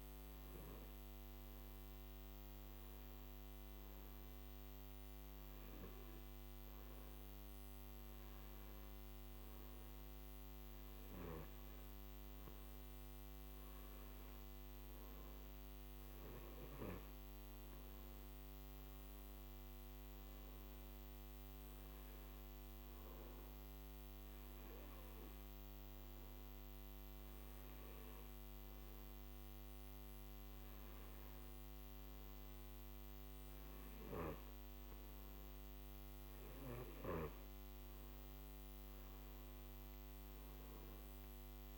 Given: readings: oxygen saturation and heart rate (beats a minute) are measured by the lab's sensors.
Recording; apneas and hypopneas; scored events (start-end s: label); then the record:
breathing in sleep, hard to hear, by a microphone on the trachea; none
none scored
From the record:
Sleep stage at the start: N2 (light sleep); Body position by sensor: on the back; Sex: male